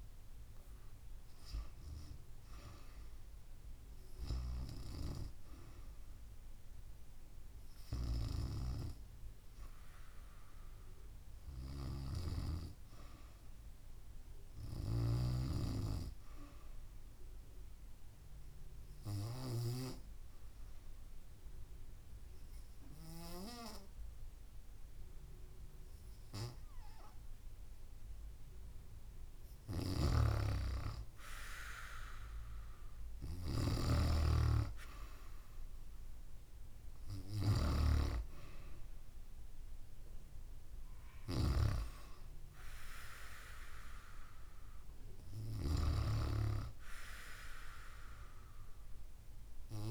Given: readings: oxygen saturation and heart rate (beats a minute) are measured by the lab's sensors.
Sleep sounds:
breathing in sleep by a room microphone; 1
16.00-29.50 s: obstructive apnea (oxygen 94% before, 89% lowest, heart rate 74 before, 72 extreme, up 1 after)
32.00-35.50 s: arousal
33.50-38.00 s: snoring (device-marked)
34.00-49.00 s: oxygen desaturation (device-marked, oxygen 93% before, 89% lowest, heart rate 73 before, 66 extreme)
From the record:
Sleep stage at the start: REM sleep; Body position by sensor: on the back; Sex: female

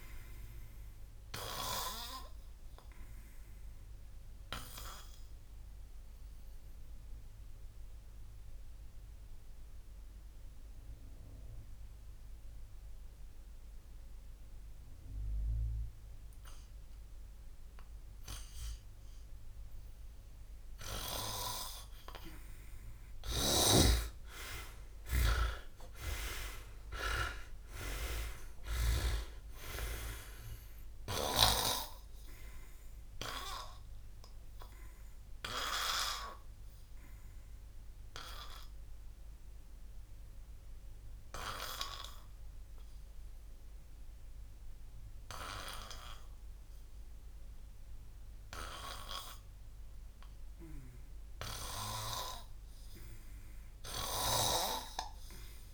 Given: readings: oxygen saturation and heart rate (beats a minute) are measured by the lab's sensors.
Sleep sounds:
breathing in sleep by a room microphone; 2
6.00-21.50 s: obstructive apnea (oxygen 96% before, 91% lowest, heart rate 65 before, 53 extreme, up 37 after)
7.50-21.50 s: oxygen desaturation (device-marked, oxygen 99% before, 94% lowest, heart rate 64 before, 53 extreme)
23.00-29.00 s: snoring (device-marked)
24.50-28.00 s: arousal
37.50-50.50 s: obstructive apnea (oxygen 99% before, 89% lowest, heart rate 67 before, 53 extreme, up 2 after)
52.00-55.50 s: arousal
From the record:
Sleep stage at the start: N2 (light sleep); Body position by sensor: on the back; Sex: male

